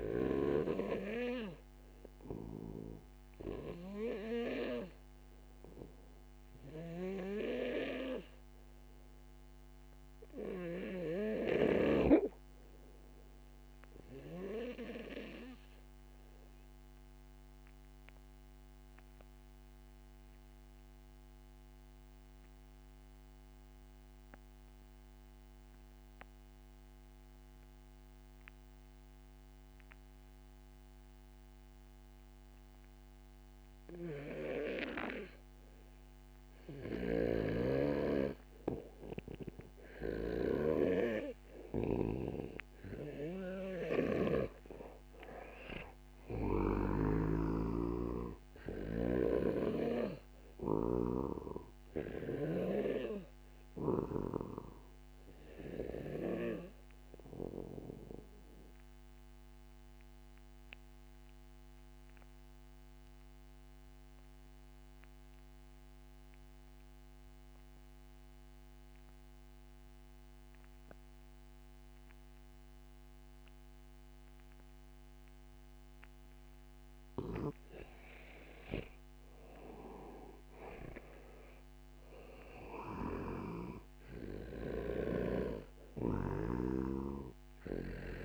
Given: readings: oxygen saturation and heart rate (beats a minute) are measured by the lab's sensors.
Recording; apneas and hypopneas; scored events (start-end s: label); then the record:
breathing in sleep by a microphone on the trachea; 2
0.00-15.50 s: oxygen desaturation (device-marked, oxygen 90% lowest)
7.50-36.50 s: obstructive apnea (oxygen 96% before, 85% lowest, heart rate 39 before, 28 extreme, up 11 after)
33.50-67.50 s: oxygen desaturation (device-marked, oxygen 94% before, 85% lowest)
36.50-40.50 s: snoring (device-marked)
40.50-44.00 s: arousal
46.50-54.00 s: snoring (device-marked)
58.50-76.50 s: obstructive apnea (oxygen 94% before, 85% lowest)
78.00-81.50 s: arousal
82.50-86.00 s: snoring (device-marked)
From the record:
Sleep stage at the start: REM sleep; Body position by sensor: on the back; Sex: male